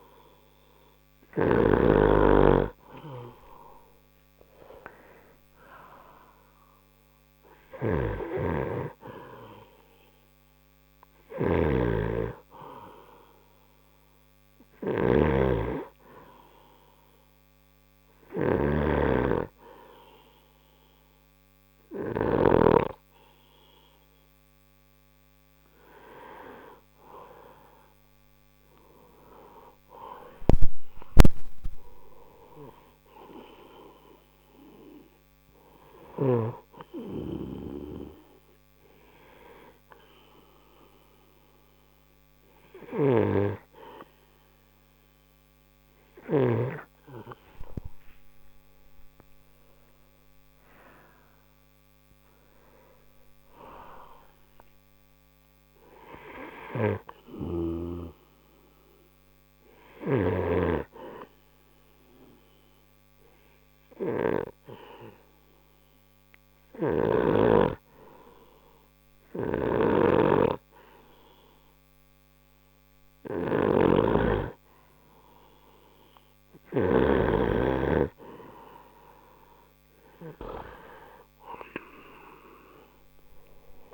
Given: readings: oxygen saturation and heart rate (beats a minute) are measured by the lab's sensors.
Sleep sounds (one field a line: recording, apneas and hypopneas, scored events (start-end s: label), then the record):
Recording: breathing in sleep by a microphone on the trachea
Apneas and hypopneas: 1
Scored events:
0.00-1.50 s: snoring (device-marked)
7.50-22.50 s: snoring (device-marked)
48.00-52.50 s: arousal
60.50-71.50 s: hypopnea (oxygen 96% before, 93% lowest, heart rate 59 before, 44 extreme, up 11 after)
69.50-77.00 s: snoring (device-marked)
74.50-79.00 s: arousal
From the record:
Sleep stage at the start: N2 (light sleep)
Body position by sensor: on the right side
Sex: male